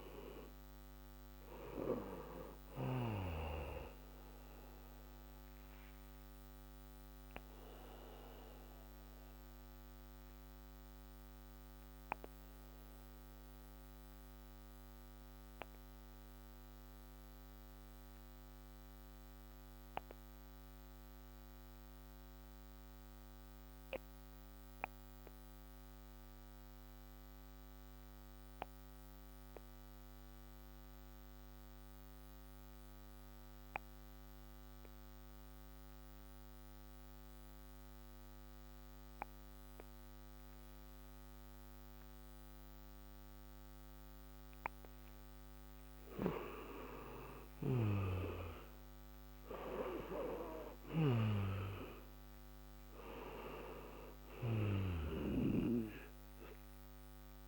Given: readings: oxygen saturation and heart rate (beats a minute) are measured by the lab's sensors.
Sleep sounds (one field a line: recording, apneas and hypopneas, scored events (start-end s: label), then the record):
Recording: breathing in sleep by a microphone on the trachea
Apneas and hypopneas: 1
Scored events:
4.50-44.00 s: obstructive apnea (oxygen 98% before, 87% lowest)
15.00-31.00 s: oxygen desaturation (device-marked, oxygen 95% before, 88% lowest, heart rate 49 before, 36 extreme)
46.00-57.48 s: oxygen desaturation (device-marked, oxygen 98% before, 87% lowest)
46.50-51.00 s: arousal
From the record:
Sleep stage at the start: N2 (light sleep)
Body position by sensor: on the back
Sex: male